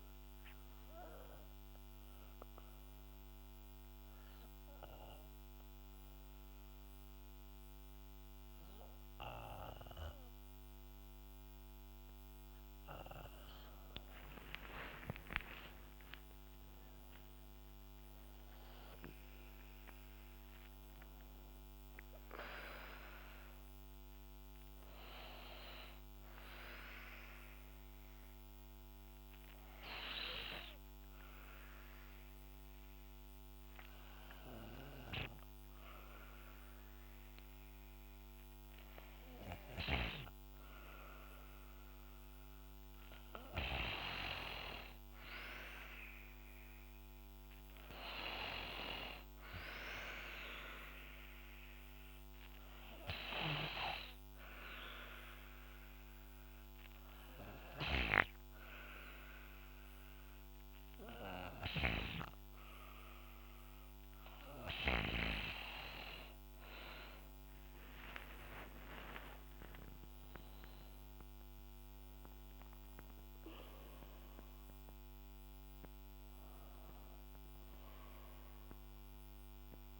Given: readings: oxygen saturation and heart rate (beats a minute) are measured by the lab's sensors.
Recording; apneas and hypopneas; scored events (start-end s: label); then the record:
breathing in sleep by a microphone on the trachea; 3
1.50-12.00 s: obstructive apnea (oxygen 95% before, 92% lowest, heart rate 73 before, 61 extreme, up 9 after)
14.00-18.00 s: arousal
16.00-31.00 s: oxygen desaturation (device-marked, oxygen 98% before, 92% lowest, heart rate 68 before, 61 extreme)
26.50-42.00 s: obstructive apnea (oxygen 98% before, 92% lowest, heart rate 67 before, 63 extreme, up 5 after)
44.00-48.00 s: arousal
49.00-63.00 s: oxygen desaturation (device-marked, oxygen 97% before, 92% lowest, heart rate 64 before, 60 extreme)
49.50-64.50 s: obstructive apnea (oxygen 98% before, 91% lowest, heart rate 64 before, 60 extreme, up 8 after)
67.00-71.00 s: arousal
69.00-80.00 s: oxygen desaturation (device-marked, oxygen 96% before, 92% lowest, heart rate 68 before, 60 extreme)
From the record:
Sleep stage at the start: N2 (light sleep); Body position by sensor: on the back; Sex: female